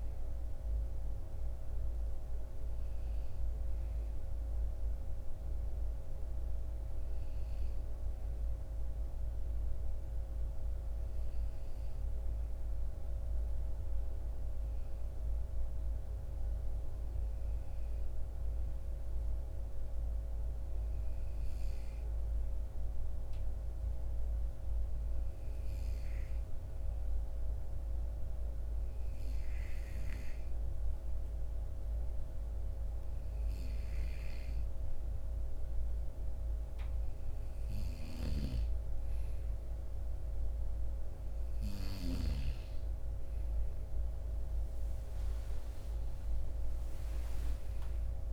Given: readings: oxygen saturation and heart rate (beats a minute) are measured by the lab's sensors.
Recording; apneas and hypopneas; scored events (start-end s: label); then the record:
breathing in sleep, hard to hear, by a room microphone; 1
0.00-12.50 s: oxygen desaturation (device-marked, oxygen 88% lowest, heart rate 51 extreme)
16.00-36.50 s: hypopnea (oxygen 96% before, 89% lowest, heart rate 60 before, 54 extreme, up 5 after)
30.50-48.33 s: oxygen desaturation (device-marked, oxygen 96% before, 91% lowest, heart rate 54 before, 56 extreme)
38.00-42.50 s: snoring (device-marked)
38.50-44.00 s: arousal
From the record:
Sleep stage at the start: N2 (light sleep); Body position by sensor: on the right side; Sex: male